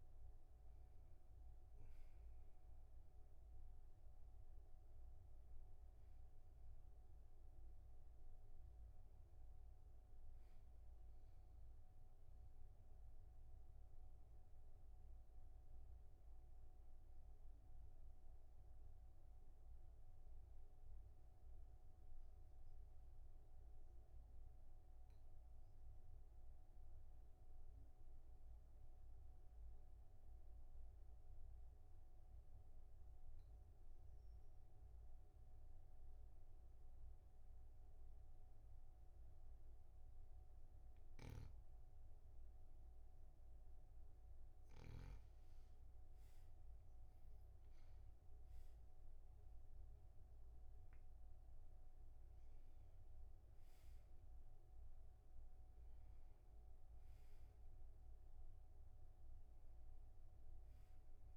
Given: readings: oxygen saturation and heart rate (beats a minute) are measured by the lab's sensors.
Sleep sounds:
breathing in sleep, hard to hear, by a room microphone; 1
12.00-15.50 s: arousal
19.00-41.50 s: obstructive apnea (oxygen 98% before, 95% lowest, heart rate 49 before, 42 extreme, up 7 after)
41.50-45.50 s: snoring (device-marked)
44.50-48.50 s: arousal
From the record:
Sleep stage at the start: N2 (light sleep); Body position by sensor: on the back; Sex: male

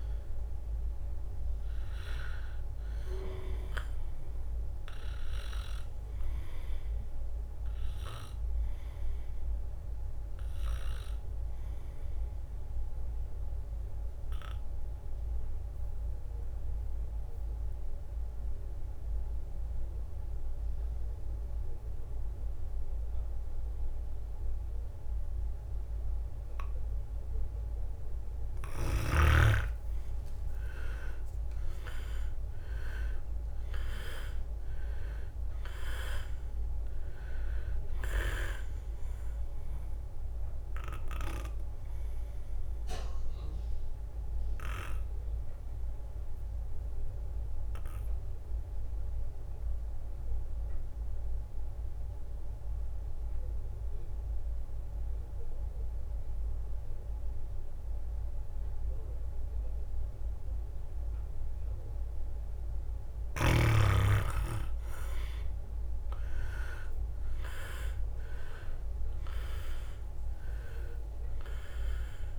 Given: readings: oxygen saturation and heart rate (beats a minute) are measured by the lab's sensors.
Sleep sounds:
breathing in sleep by a room microphone; 2
0.00-5.00 s: drop in pulse transit time (device-marked, heart rate 68 extreme)
0.00-16.00 s: oxygen desaturation (device-marked, oxygen 93% lowest, heart rate 62 extreme)
12.00-28.50 s: obstructive apnea (oxygen 98% before, 92% lowest, heart rate 69 before, 62 extreme, up 11 after)
30.50-34.00 s: arousal
31.00-45.00 s: drop in pulse transit time (device-marked, heart rate 64 before, 66 extreme)
32.00-58.00 s: oxygen desaturation (device-marked, oxygen 99% before, 92% lowest, heart rate 64 before, 61 extreme)
42.00-62.50 s: obstructive apnea (oxygen 99% before, 92% lowest, heart rate 68 before, 61 extreme, up 12 after)
63.50-68.00 s: arousal
65.00-72.39 s: drop in pulse transit time (device-marked, heart rate 64 before, 66 extreme)
68.50-71.50 s: leg movement (device-marked)
70.00-72.39 s: oxygen desaturation (device-marked, oxygen 99% before, 94% lowest, heart rate 65 before, 62 extreme)
From the record:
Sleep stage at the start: N2 (light sleep); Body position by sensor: on the back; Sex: male

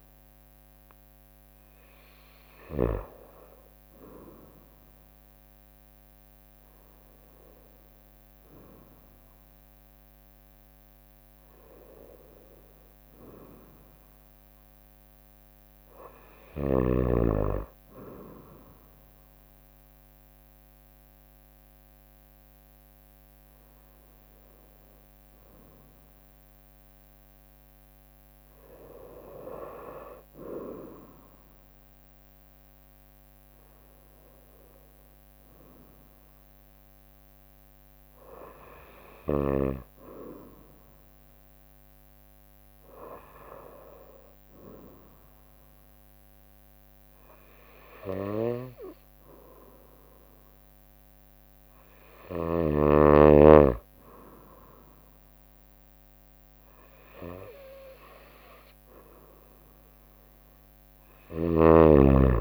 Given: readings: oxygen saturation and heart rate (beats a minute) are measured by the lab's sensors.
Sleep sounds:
breathing in sleep by a microphone on the trachea; none
0.00-3.00 s: snoring (device-marked)
61.00-62.41 s: snoring (device-marked)
From the record:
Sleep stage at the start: N2 (light sleep); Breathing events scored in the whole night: 332 in 4.6 hours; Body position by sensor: on the right side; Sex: female

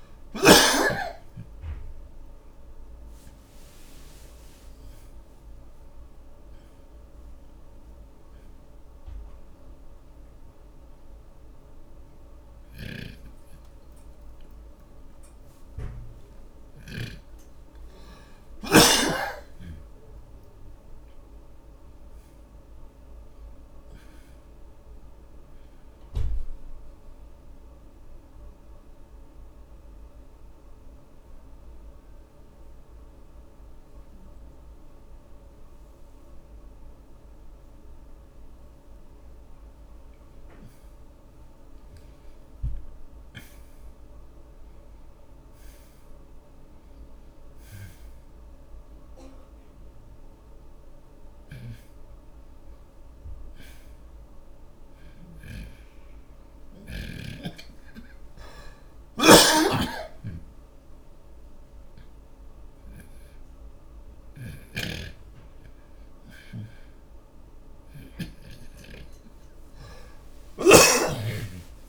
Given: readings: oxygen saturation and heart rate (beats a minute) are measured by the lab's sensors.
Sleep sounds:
a person partly awake in a sleep study, by a room microphone; 1
0.00-1.00 s: snoring (device-marked)
0.00-6.50 s: oxygen desaturation (device-marked, oxygen 94% lowest)
3.50-71.89 s: new sleep stage, N2 (light sleep)
13.00-17.50 s: snoring (device-marked)
24.50-41.50 s: oxygen desaturation (device-marked, oxygen 97% before, 92% lowest)
26.00-39.50 s: mixed apnea (oxygen 97% before, 86% lowest)
41.50-45.50 s: arousal
47.50-63.50 s: oxygen desaturation (device-marked, oxygen 97% before, 89% lowest)
51.50-71.50 s: snoring (device-marked)
69.00-71.89 s: arousal
From the record:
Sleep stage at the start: awake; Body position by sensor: on the back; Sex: male

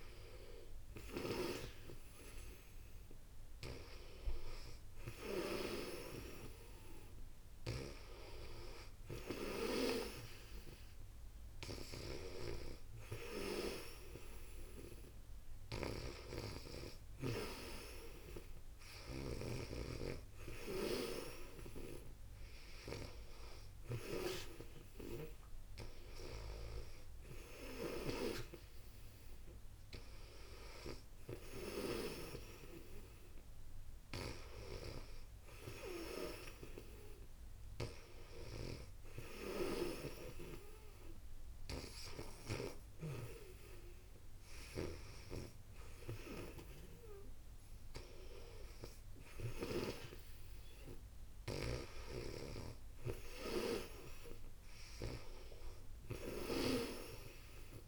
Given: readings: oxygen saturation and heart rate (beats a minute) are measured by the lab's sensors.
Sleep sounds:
breathing in sleep by a room microphone; none
7.00-24.00 s: snoring (device-marked)
38.00-42.00 s: snoring (device-marked)
51.50-56.50 s: snoring (device-marked)
From the record:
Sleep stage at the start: N2 (light sleep); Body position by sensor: on the back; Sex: female

